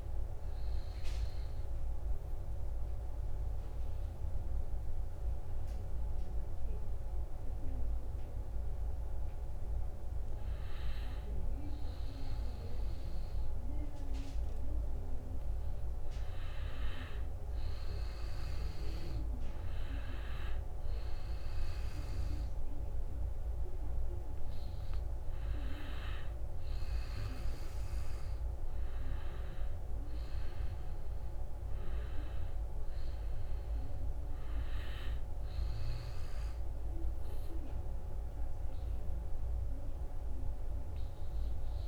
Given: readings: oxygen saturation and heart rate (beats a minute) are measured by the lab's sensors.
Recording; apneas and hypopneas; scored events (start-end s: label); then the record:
breathing in sleep, hard to hear, by a room microphone; 1
2.00-15.50 s: hypopnea (oxygen 97% before, 89% lowest, heart rate 75 before, 69 extreme, up 3 after)
15.50-34.50 s: oxygen desaturation (device-marked, oxygen 96% before, 93% lowest, heart rate 73 before, 66 extreme)
16.50-20.50 s: arousal
From the record:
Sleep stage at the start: N2 (light sleep); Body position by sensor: on the back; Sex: male